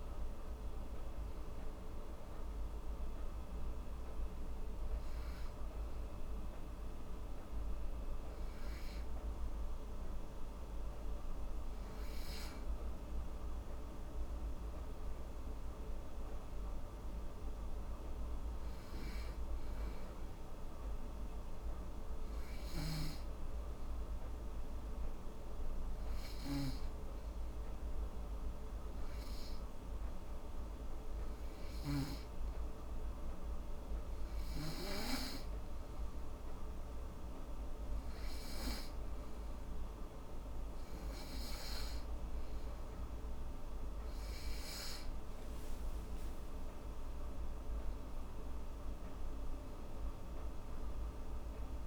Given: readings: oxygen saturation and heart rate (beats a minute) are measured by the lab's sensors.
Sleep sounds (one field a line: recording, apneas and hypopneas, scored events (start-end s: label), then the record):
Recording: breathing in sleep, hard to hear, by a room microphone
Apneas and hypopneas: 1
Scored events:
16.50-19.00 s: arousal
21.00-39.50 s: hypopnea (oxygen 96% before, 90% lowest, heart rate 81 before, 77 extreme, up 8 after)
37.50-51.87 s: oxygen desaturation (device-marked, oxygen 95% before, 90% lowest, heart rate 81 before, 77 extreme)
41.50-44.00 s: arousal
From the record:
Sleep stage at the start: N2 (light sleep)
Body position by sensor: on the back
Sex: female